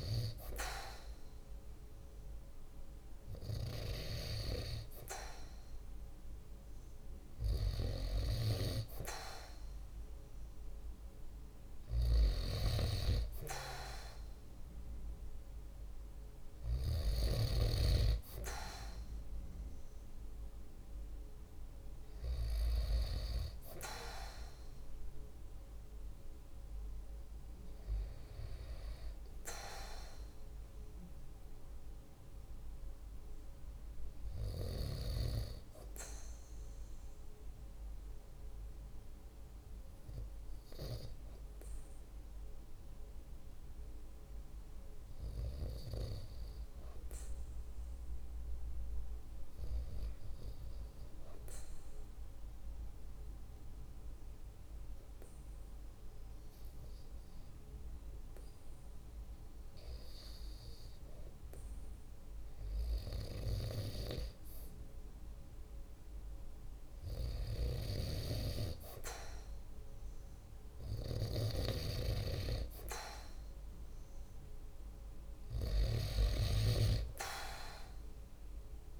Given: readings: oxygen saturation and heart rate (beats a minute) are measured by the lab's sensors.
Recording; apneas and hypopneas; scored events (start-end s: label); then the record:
breathing in sleep by a room microphone; 1
12.00-29.00 s: oxygen desaturation (device-marked, oxygen 96% before, 93% lowest, heart rate 49 before, 48 extreme)
30.00-34.00 s: arousal
37.50-63.00 s: hypopnea (oxygen 96% before, 93% lowest, heart rate 50 before, 47 extreme, up 1 after)
65.50-69.00 s: arousal
78.00-79.00 s: oxygen desaturation (device-marked, oxygen 96% before, 93% lowest, heart rate 49 before, 48 extreme)
From the record:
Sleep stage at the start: REM sleep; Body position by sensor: on the right side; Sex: male